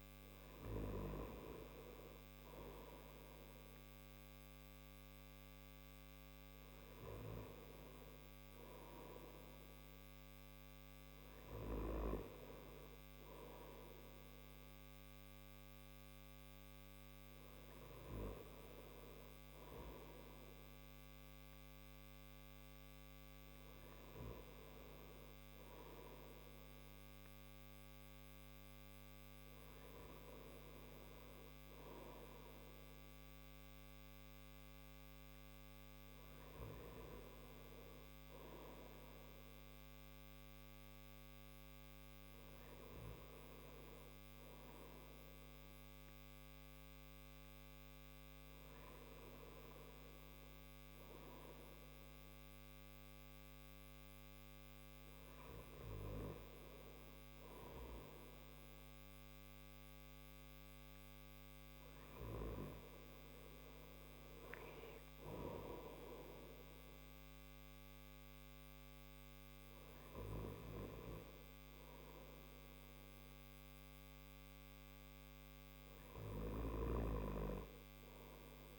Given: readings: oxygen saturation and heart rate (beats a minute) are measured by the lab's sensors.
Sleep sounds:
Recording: breathing in sleep by a microphone on the trachea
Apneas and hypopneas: none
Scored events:
none scored
From the record:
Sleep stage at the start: N1 (lightest sleep)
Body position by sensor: on the back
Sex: male

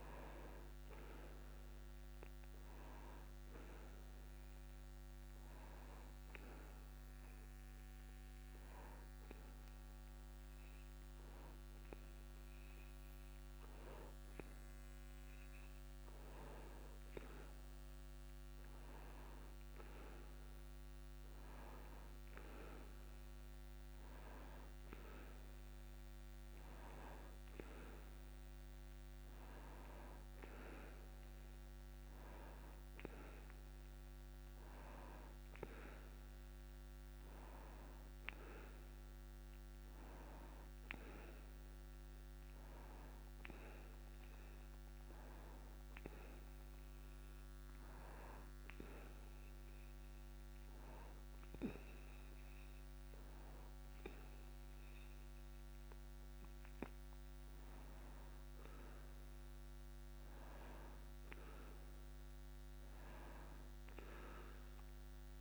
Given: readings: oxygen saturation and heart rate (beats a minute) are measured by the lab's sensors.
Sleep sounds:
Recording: a person awake in a sleep study, by a microphone on the trachea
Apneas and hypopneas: none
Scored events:
none scored
From the record:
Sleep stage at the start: awake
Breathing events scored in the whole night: 244 in 3.0 hours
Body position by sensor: on the back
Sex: male

